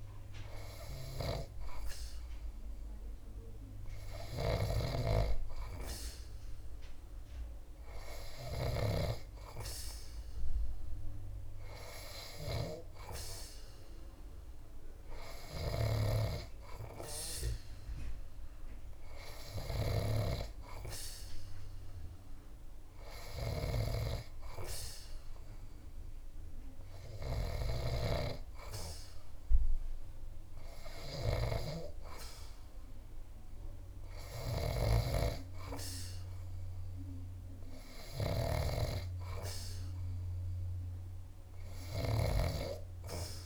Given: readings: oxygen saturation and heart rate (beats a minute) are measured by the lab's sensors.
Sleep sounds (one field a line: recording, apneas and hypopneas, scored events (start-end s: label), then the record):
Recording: breathing in sleep by a room microphone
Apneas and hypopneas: none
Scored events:
4.00-8.50 s: snoring (device-marked)
23.00-27.50 s: snoring (device-marked)
34.00-43.46 s: snoring (device-marked)
From the record:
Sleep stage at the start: N2 (light sleep)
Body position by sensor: on the back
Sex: male